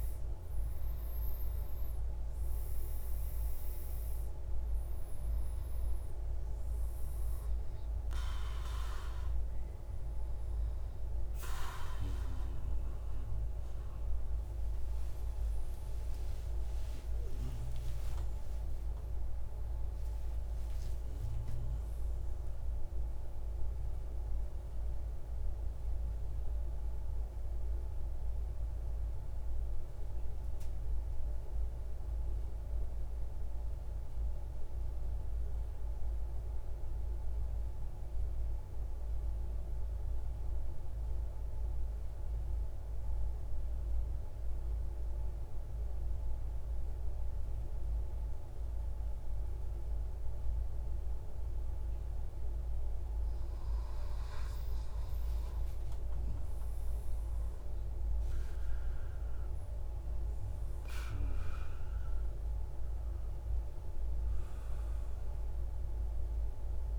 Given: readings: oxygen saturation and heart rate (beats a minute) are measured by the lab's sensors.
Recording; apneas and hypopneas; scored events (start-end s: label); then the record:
breathing in sleep, hard to hear, by a room microphone; 1
0.00-18.50 s: oxygen desaturation (device-marked, oxygen 90% lowest, heart rate 27 extreme)
16.00-21.00 s: arousal
26.00-52.00 s: central apnea (oxygen 99% before, 92% lowest, heart rate 86 before, 43 extreme, up 38 after)
46.50-66.99 s: oxygen desaturation (device-marked, oxygen 99% before, 92% lowest, heart rate 117 before, 43 extreme)
53.00-58.00 s: arousal
From the record:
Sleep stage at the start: N2 (light sleep); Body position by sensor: on the right side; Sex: male